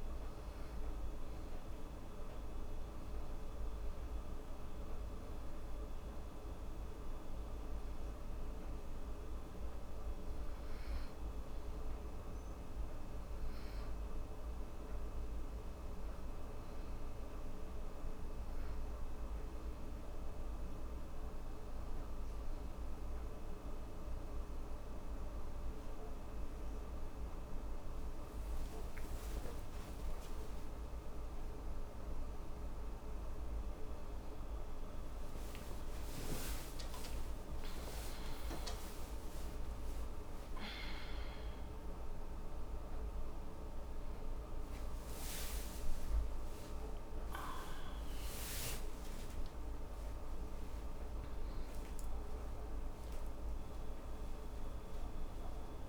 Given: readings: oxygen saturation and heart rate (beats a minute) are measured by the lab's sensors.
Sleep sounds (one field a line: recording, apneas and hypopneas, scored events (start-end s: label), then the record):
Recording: a person partly awake in a sleep study, hard to hear, by a room microphone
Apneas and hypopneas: 1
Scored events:
4.00-20.00 s: hypopnea (oxygen 95% before, 93% lowest, heart rate 84 before, 82 extreme, up 2 after)
39.00-55.89 s: new sleep stage, awake
From the record:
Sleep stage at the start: N2 (light sleep)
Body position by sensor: on the back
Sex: female